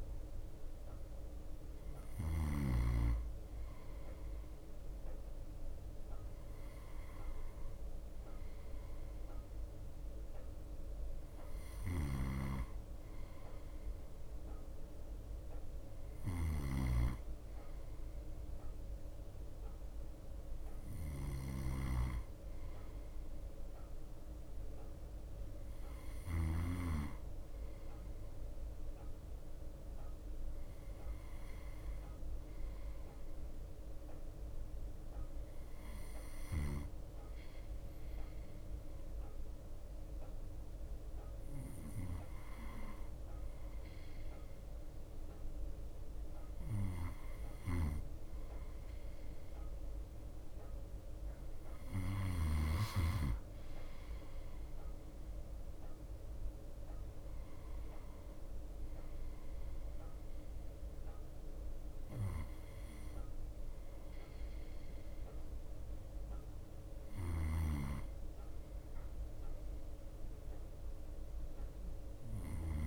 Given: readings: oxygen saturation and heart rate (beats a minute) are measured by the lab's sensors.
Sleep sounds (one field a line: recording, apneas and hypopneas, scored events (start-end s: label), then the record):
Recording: breathing in sleep by a room microphone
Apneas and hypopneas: none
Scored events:
0.00-72.87 s: bradycardia (device-marked, heart rate 54 extreme)
12.00-27.00 s: snoring (device-marked)
48.00-53.00 s: snoring (device-marked)
55.50-67.50 s: drop in pulse transit time (device-marked, heart rate 57 before, 55 extreme)
67.50-72.87 s: snoring (device-marked)
From the record:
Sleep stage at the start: N2 (light sleep)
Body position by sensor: on the right side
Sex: male